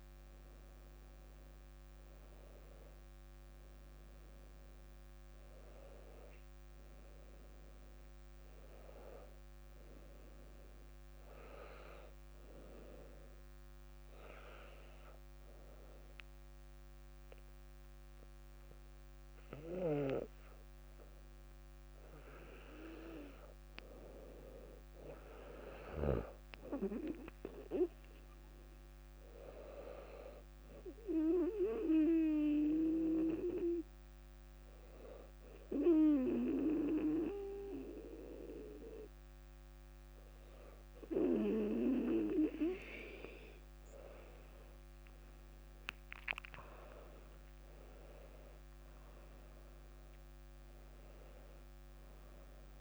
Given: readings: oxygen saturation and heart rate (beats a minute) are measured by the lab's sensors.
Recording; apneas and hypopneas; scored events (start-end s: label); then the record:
breathing in sleep by a microphone on the trachea; 2
12.00-22.00 s: obstructive apnea (oxygen 97% before, 95% lowest, heart rate 66 before, 60 extreme, up 3 after)
24.50-27.00 s: arousal
30.50-41.50 s: obstructive apnea (oxygen 98% before, 95% lowest, heart rate 62 before, 62 extreme, up 7 after)
44.50-48.50 s: arousal
From the record:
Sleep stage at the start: N2 (light sleep); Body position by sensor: on the back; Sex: female